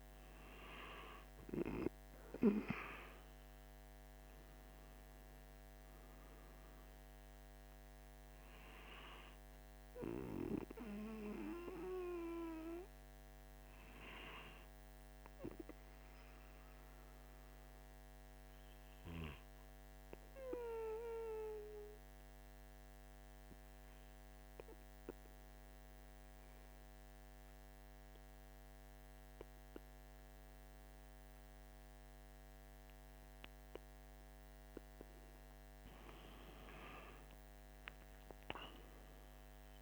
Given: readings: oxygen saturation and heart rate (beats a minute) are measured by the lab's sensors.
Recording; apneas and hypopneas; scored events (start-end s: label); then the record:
breathing in sleep by a microphone on the trachea; 1
0.00-1.00 s: arousal
17.50-34.50 s: obstructive apnea (oxygen 96% before, 94% lowest, heart rate 47 before, 44 extreme, up 4 after)
37.00-39.82 s: arousal
From the record:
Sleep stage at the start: N2 (light sleep); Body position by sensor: on the right side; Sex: male